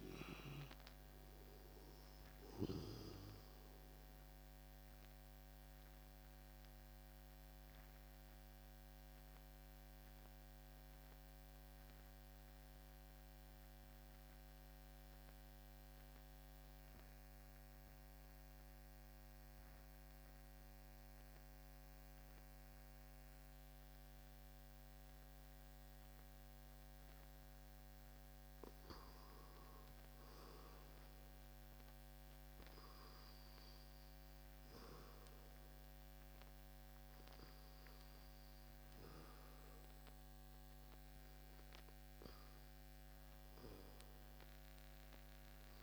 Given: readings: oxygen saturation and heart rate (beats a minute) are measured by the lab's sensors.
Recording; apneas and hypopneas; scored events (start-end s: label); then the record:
breathing in sleep by a microphone on the trachea; 1
0.00-17.00 s: oxygen desaturation (device-marked, oxygen 90% lowest)
6.00-27.00 s: obstructive apnea (oxygen 98% before, 90% lowest)
28.00-33.50 s: arousal
38.00-45.83 s: oxygen desaturation (device-marked, oxygen 98% before, 92% lowest, heart rate 38 before, 64 extreme)
From the record:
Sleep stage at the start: REM sleep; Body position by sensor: on the back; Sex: male